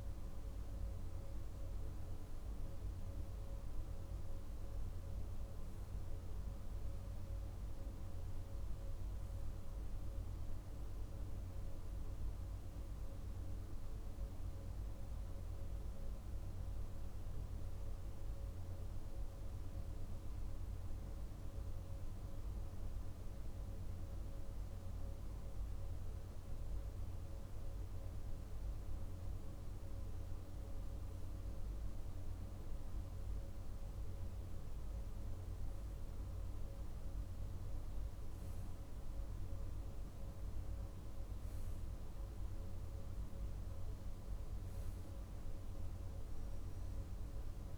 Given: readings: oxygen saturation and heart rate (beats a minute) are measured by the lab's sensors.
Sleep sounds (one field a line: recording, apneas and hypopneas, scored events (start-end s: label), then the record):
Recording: breathing in sleep, hard to hear, by a room microphone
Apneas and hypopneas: none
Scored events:
none scored
From the record:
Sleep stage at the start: REM sleep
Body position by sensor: on the right side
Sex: male